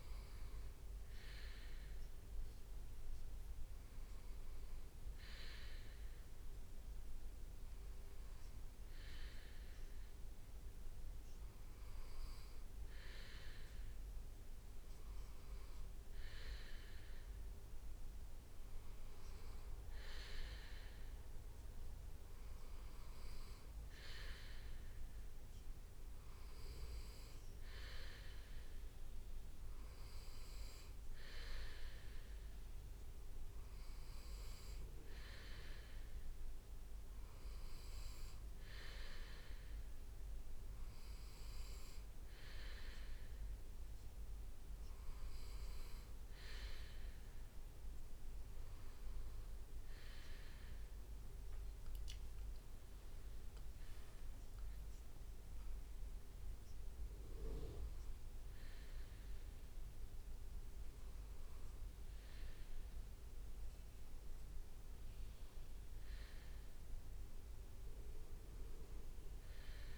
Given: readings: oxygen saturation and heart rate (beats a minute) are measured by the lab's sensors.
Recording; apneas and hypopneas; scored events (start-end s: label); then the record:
breathing in sleep by a room microphone; none
44.50-46.00 s: leg movement (device-marked)
48.00-50.50 s: leg movement (device-marked)
48.00-52.50 s: arousal
52.00-54.50 s: leg movement (device-marked)
57.00-58.50 s: leg movement (device-marked)
61.00-62.00 s: leg movement (device-marked)
65.00-69.98 s: leg movement (device-marked)
From the record:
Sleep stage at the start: N2 (light sleep); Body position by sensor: on the right side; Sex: male